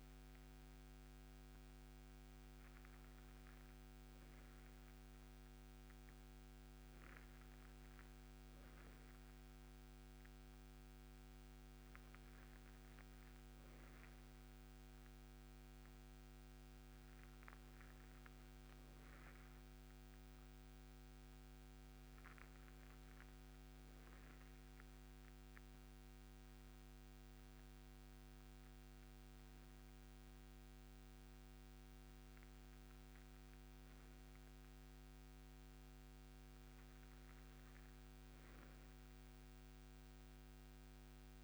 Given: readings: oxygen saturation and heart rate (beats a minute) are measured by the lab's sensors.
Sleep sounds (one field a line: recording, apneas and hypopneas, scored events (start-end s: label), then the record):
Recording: breathing in sleep, hard to hear, by a microphone on the trachea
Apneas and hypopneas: none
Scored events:
none scored
From the record:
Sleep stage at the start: N2 (light sleep)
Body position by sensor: on the right side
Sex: male